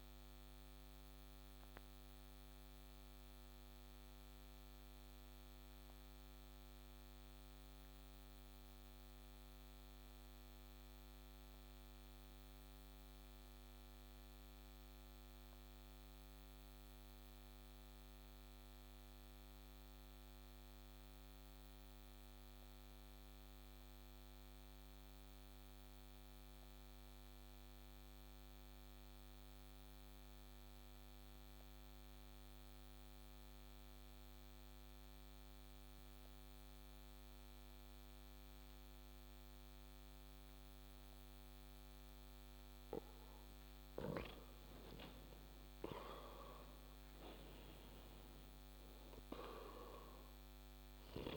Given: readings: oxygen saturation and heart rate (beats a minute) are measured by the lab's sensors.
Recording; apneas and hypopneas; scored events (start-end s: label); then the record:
breathing in sleep, hard to hear, by a microphone on the trachea; 1
0.50-42.50 s: obstructive apnea (oxygen 96% before, 92% lowest)
37.50-51.37 s: oxygen desaturation (device-marked, oxygen 97% before, 93% lowest)
45.00-48.50 s: arousal
From the record:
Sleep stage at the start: N2 (light sleep); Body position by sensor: on the back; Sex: male